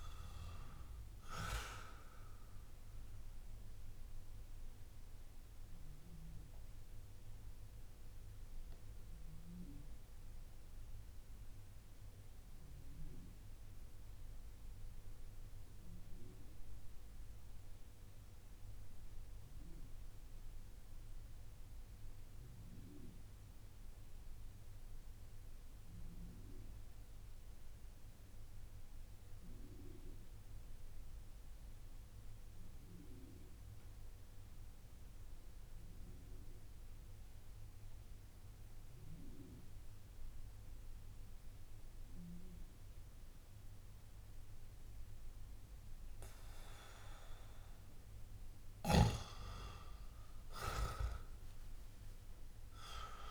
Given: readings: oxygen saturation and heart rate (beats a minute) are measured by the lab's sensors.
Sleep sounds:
breathing in sleep by a room microphone; 1
0.00-22.00 s: oxygen desaturation (device-marked, oxygen 89% lowest)
3.50-47.00 s: mixed apnea (oxygen 98% before, 87% lowest)
37.00-53.31 s: oxygen desaturation (device-marked, oxygen 98% before, 87% lowest)
48.50-53.31 s: arousal
From the record:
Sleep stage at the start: N2 (light sleep); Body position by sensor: on the back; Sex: male

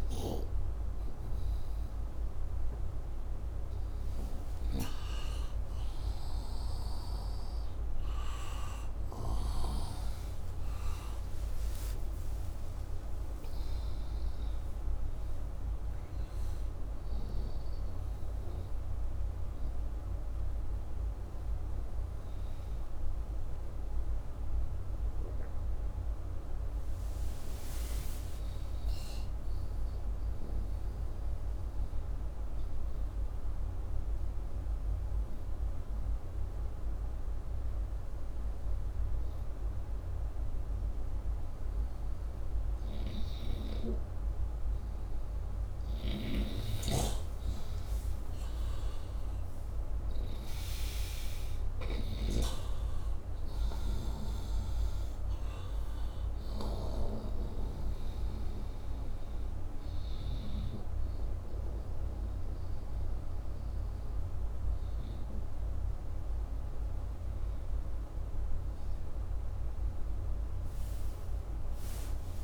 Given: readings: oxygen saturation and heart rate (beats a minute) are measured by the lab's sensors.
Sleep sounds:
a person partly awake in a sleep study, by a room microphone; 1
12.50-23.50 s: oxygen desaturation (device-marked, oxygen 98% before, 95% lowest, heart rate 74 before, 65 extreme)
27.50-72.44 s: new sleep stage, N2 (light sleep)
30.50-43.00 s: hypopnea (oxygen 99% before, 92% lowest, heart rate 82 before, 64 extreme, up 24 after)
43.50-72.44 s: oxygen desaturation (device-marked, oxygen 98% before, 92% lowest, heart rate 74 before, 61 extreme)
45.50-49.50 s: arousal
From the record:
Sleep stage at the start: awake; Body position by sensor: upright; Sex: male

